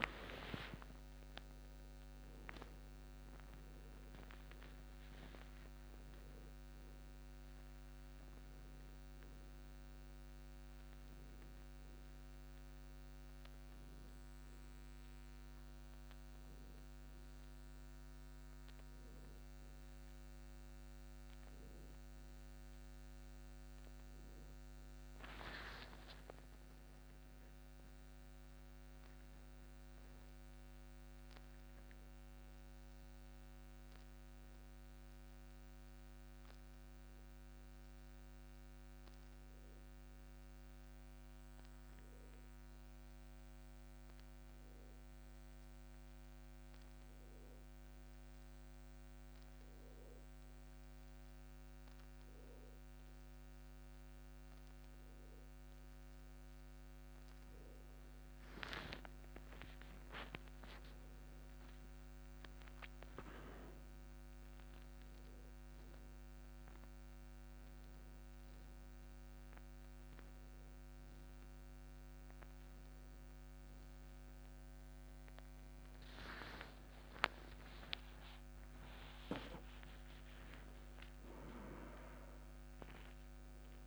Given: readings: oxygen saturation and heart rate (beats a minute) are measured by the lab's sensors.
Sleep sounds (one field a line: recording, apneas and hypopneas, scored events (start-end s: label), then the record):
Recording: breathing in sleep by a microphone on the trachea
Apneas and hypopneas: none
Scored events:
2.00-24.00 s: oxygen desaturation (device-marked, oxygen 97% before, 93% lowest)
26.50-31.50 s: arousal
69.00-83.87 s: new sleep stage, awake
From the record:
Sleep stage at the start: N1 (lightest sleep)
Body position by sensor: on the back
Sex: male